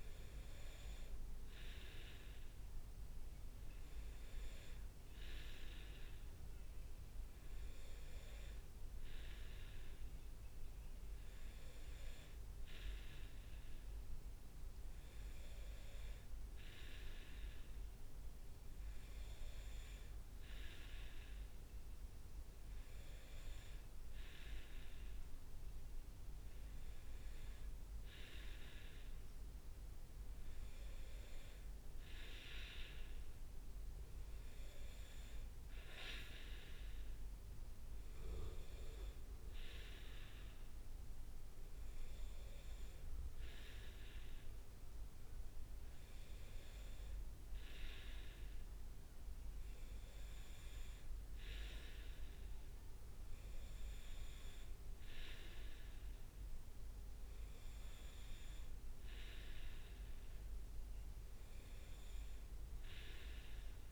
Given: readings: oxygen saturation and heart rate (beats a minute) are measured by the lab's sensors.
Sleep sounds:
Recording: breathing in sleep by a room microphone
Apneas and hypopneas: none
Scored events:
none scored
From the record:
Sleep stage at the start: N2 (light sleep)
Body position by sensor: on the right side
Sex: male

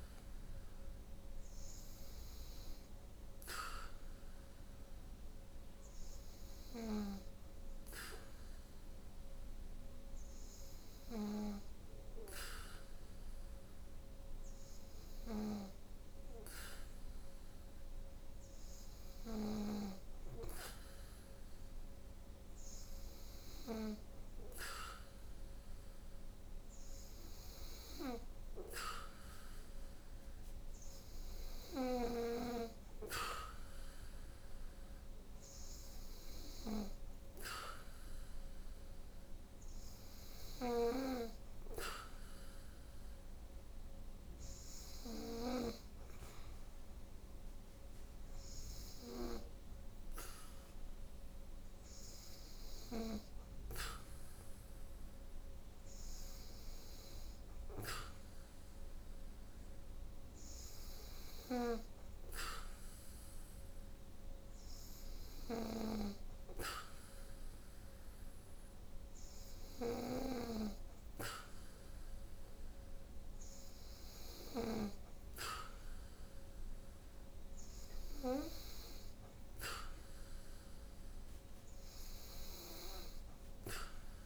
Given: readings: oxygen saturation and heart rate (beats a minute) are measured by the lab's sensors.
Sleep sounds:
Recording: breathing in sleep by a room microphone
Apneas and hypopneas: none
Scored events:
0.00-18.50 s: oxygen desaturation (device-marked, oxygen 89% lowest, heart rate 58 extreme)
From the record:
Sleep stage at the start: N2 (light sleep)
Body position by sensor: on the back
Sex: female

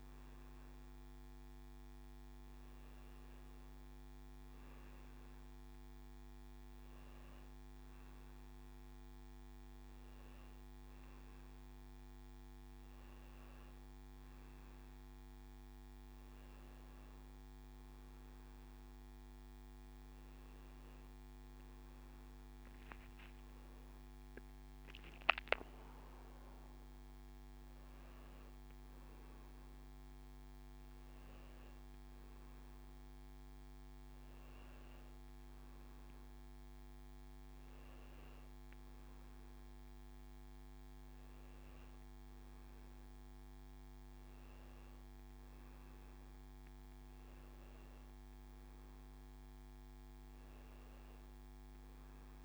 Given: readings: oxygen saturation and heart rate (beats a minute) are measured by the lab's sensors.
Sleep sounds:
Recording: breathing in sleep, hard to hear, by a microphone on the trachea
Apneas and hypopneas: none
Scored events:
none scored
From the record:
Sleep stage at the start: N1 (lightest sleep)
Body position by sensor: on the back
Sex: male

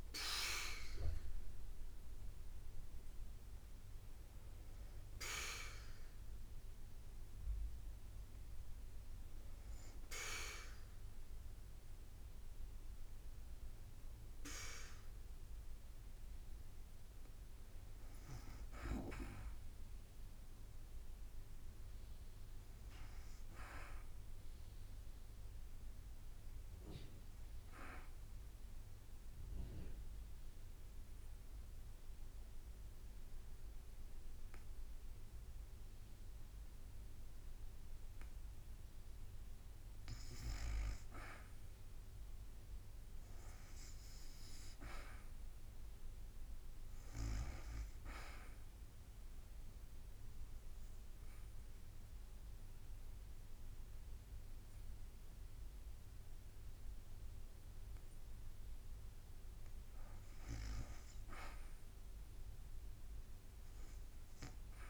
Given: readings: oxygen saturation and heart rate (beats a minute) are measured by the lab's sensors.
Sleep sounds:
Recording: breathing in sleep by a room microphone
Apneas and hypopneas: 3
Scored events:
6.00-17.50 s: hypopnea (oxygen 99% before, 88% lowest, heart rate 54 before, 53 extreme, up 0 after)
21.50-25.00 s: arousal
27.50-38.50 s: obstructive apnea (oxygen 99% before, 88% lowest, heart rate 54 before, 53 extreme, up 0 after)
33.00-43.00 s: drop in pulse transit time (device-marked, heart rate 54 before, 53 extreme)
34.00-64.90 s: oxygen desaturation (device-marked, oxygen 98% before, 88% lowest, heart rate 54 before, 53 extreme)
37.00-64.90 s: new sleep stage, REM sleep
41.00-44.00 s: arousal
49.50-60.50 s: obstructive apnea (oxygen 99% before, 88% lowest, heart rate 53 before, 54 extreme, up 0 after)
55.00-64.90 s: drop in pulse transit time (device-marked, heart rate 53 before, 54 extreme)
From the record:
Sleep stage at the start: N2 (light sleep)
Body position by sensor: on the back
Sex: female

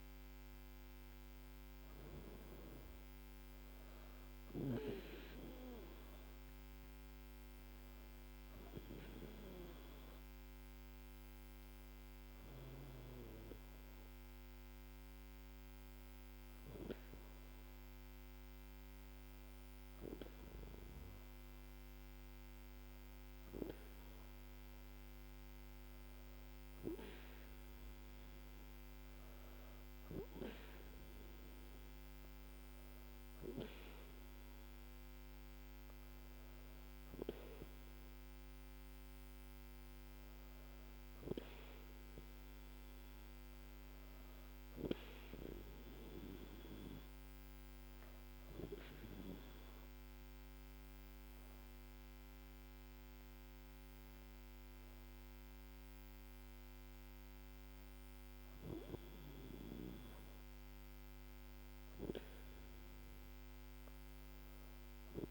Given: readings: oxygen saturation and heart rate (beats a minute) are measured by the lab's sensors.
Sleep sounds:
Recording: breathing in sleep by a microphone on the trachea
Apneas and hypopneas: none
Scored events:
none scored
From the record:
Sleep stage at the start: N2 (light sleep)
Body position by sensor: on the back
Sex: female

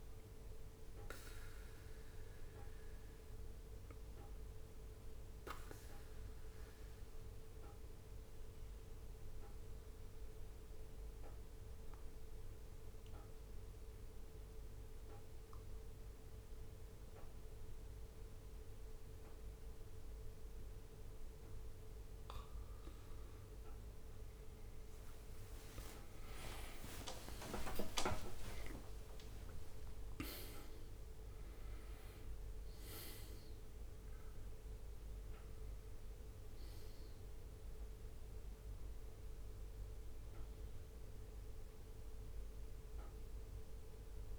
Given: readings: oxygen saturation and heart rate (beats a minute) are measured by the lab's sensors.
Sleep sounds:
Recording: breathing in sleep by a room microphone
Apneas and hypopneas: 1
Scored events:
2.00-20.50 s: obstructive apnea (oxygen 98% before, 94% lowest, heart rate 67 before, 66 extreme, up 15 after)
25.50-30.50 s: arousal
26.00-28.00 s: long interval between heartbeats (device-marked, heart rate 68 before, 81 extreme)
26.50-29.50 s: leg movement (device-marked)
From the record:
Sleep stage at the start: N2 (light sleep)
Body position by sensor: on the back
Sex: male

